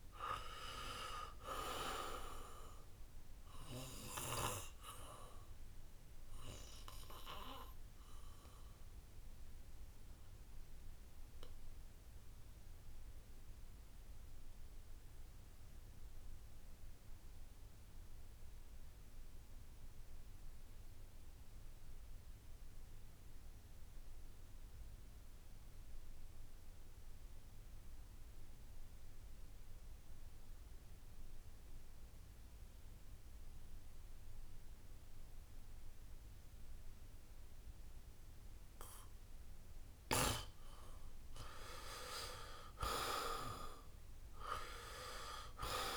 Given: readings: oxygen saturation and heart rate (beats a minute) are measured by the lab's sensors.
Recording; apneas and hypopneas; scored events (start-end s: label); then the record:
breathing in sleep by a room microphone; 1
0.00-1.00 s: arousal
0.00-22.00 s: oxygen desaturation (device-marked, oxygen 78% lowest, heart rate 66 extreme)
8.00-40.00 s: obstructive apnea (oxygen 96% before, 78% lowest, heart rate 74 before, 65 extreme, up 7 after)
33.00-45.97 s: oxygen desaturation (device-marked, oxygen 97% before, 78% lowest, heart rate 68 before, 65 extreme)
42.00-45.00 s: arousal
From the record:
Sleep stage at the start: N2 (light sleep); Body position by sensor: on the back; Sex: male